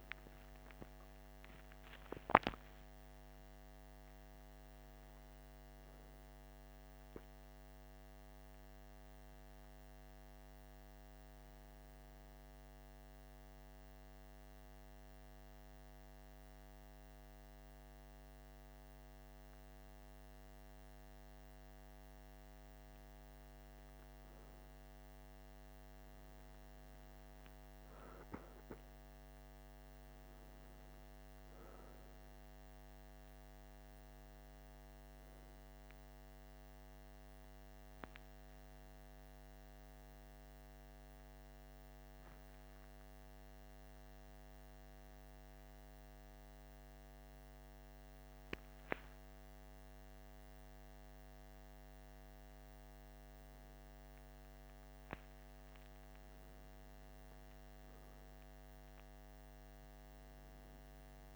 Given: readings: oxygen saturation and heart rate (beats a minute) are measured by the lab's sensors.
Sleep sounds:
breathing in sleep, hard to hear, by a microphone on the trachea; 2
0.00-4.50 s: arousal
2.00-13.00 s: oxygen desaturation (device-marked, oxygen 97% before, 93% lowest, heart rate 57 before, 56 extreme)
12.00-23.00 s: mixed apnea (oxygen 97% before, 95% lowest, heart rate 57 before, 56 extreme, up 5 after)
12.00-61.36 s: new sleep stage, N2 (light sleep)
27.00-31.00 s: arousal
40.50-53.50 s: hypopnea (oxygen 97% before, 95% lowest, heart rate 59 before, 57 extreme, up 0 after)
54.50-57.50 s: arousal
From the record:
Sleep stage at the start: N1 (lightest sleep); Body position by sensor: on the back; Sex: male

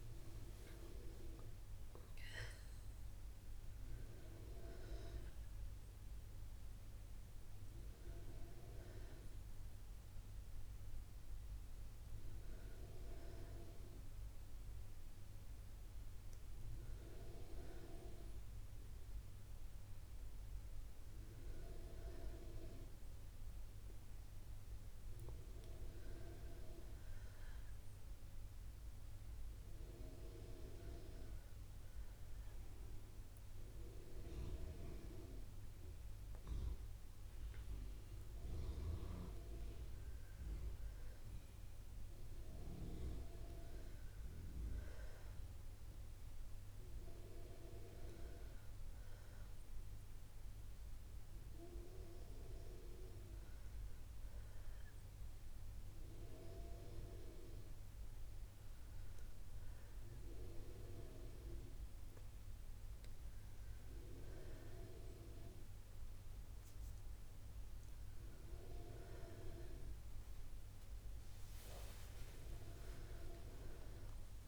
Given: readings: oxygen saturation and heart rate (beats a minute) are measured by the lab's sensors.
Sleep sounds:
breathing in sleep by a room microphone; 2
5.50-13.50 s: oxygen desaturation (device-marked, oxygen 95% before, 91% lowest, heart rate 67 before, 62 extreme)
15.50-20.00 s: arousal
25.50-37.00 s: hypopnea (oxygen 95% before, 89% lowest, heart rate 63 before, 60 extreme, up 1 after)
39.50-44.50 s: arousal
48.50-61.50 s: oxygen desaturation (device-marked, oxygen 93% before, 90% lowest, heart rate 62 before, 60 extreme)
50.00-61.00 s: hypopnea (oxygen 94% before, 89% lowest, heart rate 62 before, 60 extreme, up 1 after)
63.50-67.50 s: arousal
From the record:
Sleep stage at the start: N2 (light sleep); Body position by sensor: on the back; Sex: female

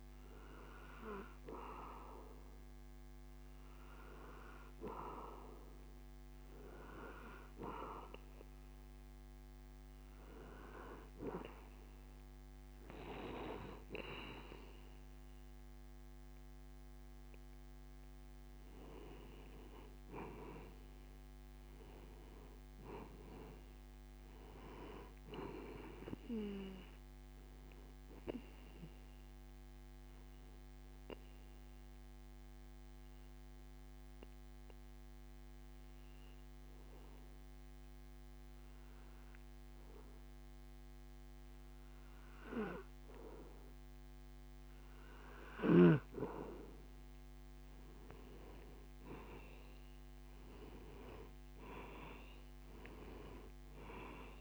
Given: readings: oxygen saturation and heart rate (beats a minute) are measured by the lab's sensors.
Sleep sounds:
breathing in sleep by a microphone on the trachea; 1
20.00-24.00 s: arousal
29.50-44.00 s: obstructive apnea (oxygen 93% before, 92% lowest)
49.00-53.00 s: arousal
From the record:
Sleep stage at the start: N2 (light sleep); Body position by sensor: on the back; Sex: male

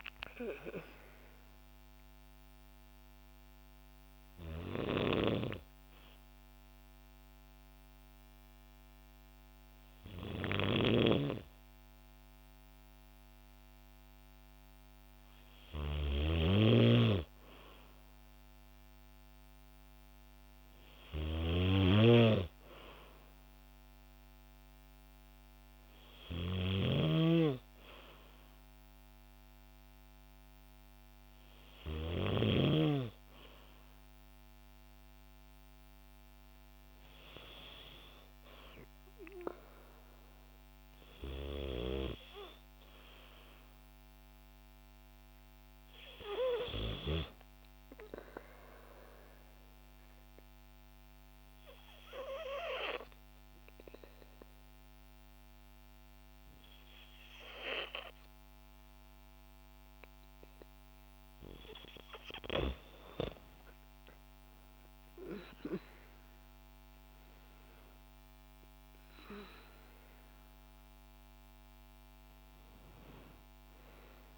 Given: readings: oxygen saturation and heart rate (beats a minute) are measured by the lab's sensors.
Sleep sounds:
breathing in sleep by a microphone on the trachea; 2
3.00-15.00 s: hypopnea (oxygen 94% before, 92% lowest, heart rate 60 before, 55 extreme, up 1 after)
16.00-32.50 s: snoring (device-marked)
17.00-21.00 s: arousal
48.50-62.00 s: obstructive apnea (oxygen 96% before, 91% lowest, heart rate 57 before, 54 extreme, up 12 after)
65.00-68.50 s: arousal
From the record:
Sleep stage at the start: N2 (light sleep); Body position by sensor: on the back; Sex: female

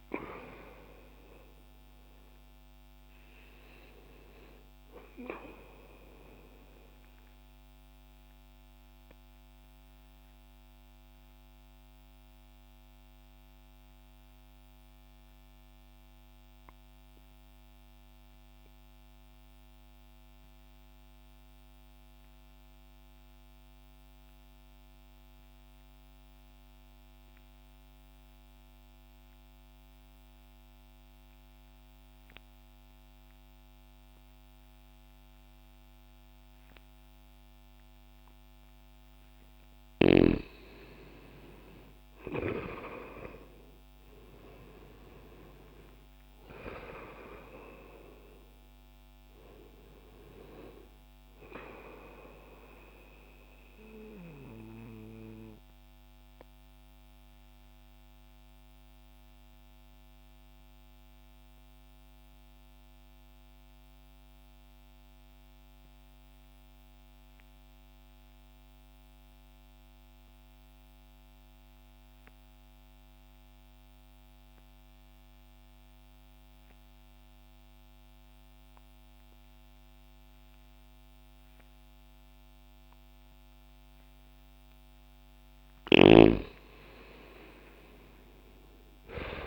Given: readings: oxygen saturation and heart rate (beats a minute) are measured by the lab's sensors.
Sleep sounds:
breathing in sleep by a microphone on the trachea; 2
0.00-25.50 s: oxygen desaturation (device-marked, oxygen 82% lowest, heart rate 60 extreme)
6.50-39.00 s: mixed apnea (oxygen 98% before, 82% lowest, heart rate 60 before, 60 extreme, up 0 after)
36.50-74.50 s: oxygen desaturation (device-marked, oxygen 98% before, 83% lowest, heart rate 60 before, 60 extreme)
41.00-45.00 s: arousal
54.00-85.00 s: mixed apnea (oxygen 98% before, 83% lowest, heart rate 60 before, 60 extreme, up 28 after)
87.00-89.46 s: arousal
87.50-89.46 s: oxygen desaturation (device-marked, oxygen 97% before, 89% lowest, heart rate 60 before, 60 extreme)
From the record:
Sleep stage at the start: N2 (light sleep); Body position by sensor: on the back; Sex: male

